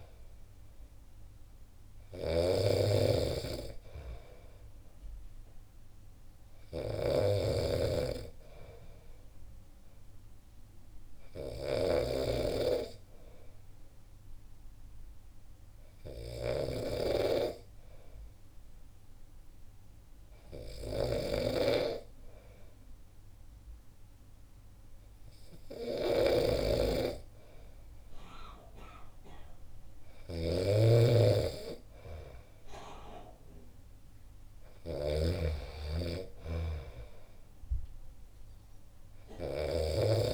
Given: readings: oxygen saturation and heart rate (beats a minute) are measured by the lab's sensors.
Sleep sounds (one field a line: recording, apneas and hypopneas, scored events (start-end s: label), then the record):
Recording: breathing in sleep by a room microphone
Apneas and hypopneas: 1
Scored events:
0.00-40.34 s: snoring (device-marked)
1.00-19.00 s: oxygen desaturation (device-marked, oxygen 95% before, 92% lowest, heart rate 64 before, 61 extreme)
11.50-28.00 s: hypopnea (oxygen 96% before, 93% lowest, heart rate 65 before, 61 extreme, up 4 after)
30.50-33.50 s: arousal
From the record:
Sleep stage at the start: N2 (light sleep)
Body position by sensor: on the back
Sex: male